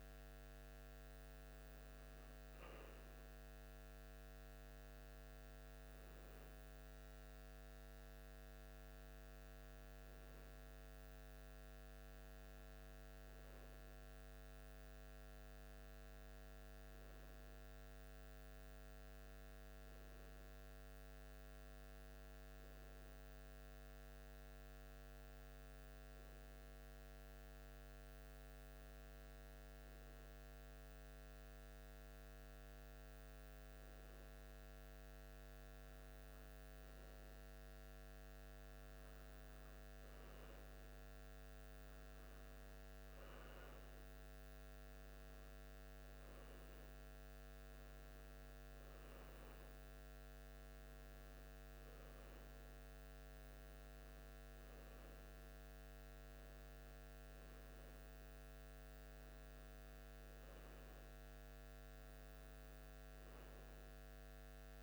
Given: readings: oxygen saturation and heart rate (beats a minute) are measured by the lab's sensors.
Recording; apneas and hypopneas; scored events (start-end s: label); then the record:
breathing in sleep, hard to hear, by a microphone on the trachea; none
none scored
From the record:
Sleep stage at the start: N1 (lightest sleep); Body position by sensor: on the back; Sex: male